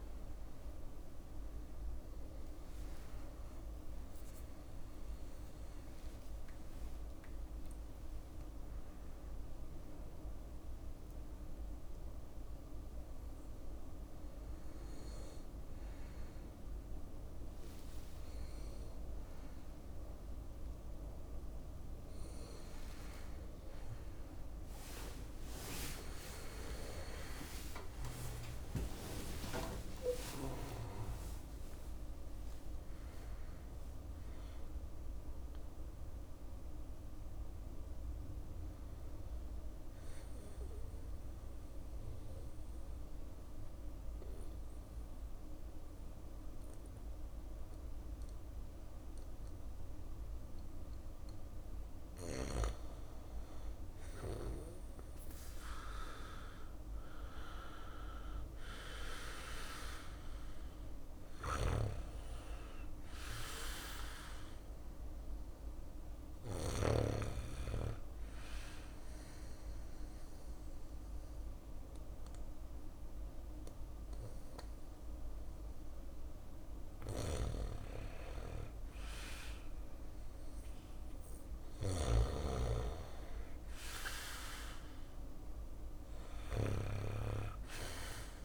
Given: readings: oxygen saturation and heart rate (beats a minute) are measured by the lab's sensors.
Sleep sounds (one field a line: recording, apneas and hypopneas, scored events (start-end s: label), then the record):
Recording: a person partly awake in a sleep study, by a room microphone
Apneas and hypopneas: 2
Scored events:
19.00-49.00 s: new sleep stage, N1 (lightest sleep)
28.00-30.00 s: long interval between heartbeats (device-marked, heart rate 62 before, 70 extreme)
28.00-39.00 s: drop in pulse transit time (device-marked, heart rate 62 before, 55 extreme)
31.00-37.00 s: bradycardia (device-marked, heart rate 60 before, 55 extreme)
39.00-49.50 s: central apnea (oxygen 98% before, 95% lowest, heart rate 63 before, 57 extreme, up 5 after)
40.00-48.00 s: bradycardia (device-marked, heart rate 60 before, 57 extreme)
49.00-88.45 s: new sleep stage, N2 (light sleep)
52.00-57.00 s: arousal
60.00-66.00 s: snoring (device-marked)
60.00-75.00 s: oxygen desaturation (device-marked, oxygen 99% before, 95% lowest, heart rate 60 before, 59 extreme)
63.00-74.50 s: obstructive apnea (oxygen 99% before, 91% lowest, heart rate 60 before, 59 extreme, up 3 after)
68.00-72.00 s: bradycardia (device-marked, heart rate 60 before, 59 extreme)
78.00-82.00 s: arousal
80.50-88.45 s: snoring (device-marked)
86.00-88.45 s: bradycardia (device-marked, heart rate 60 before, 59 extreme)
From the record:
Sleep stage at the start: awake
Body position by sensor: on the back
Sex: male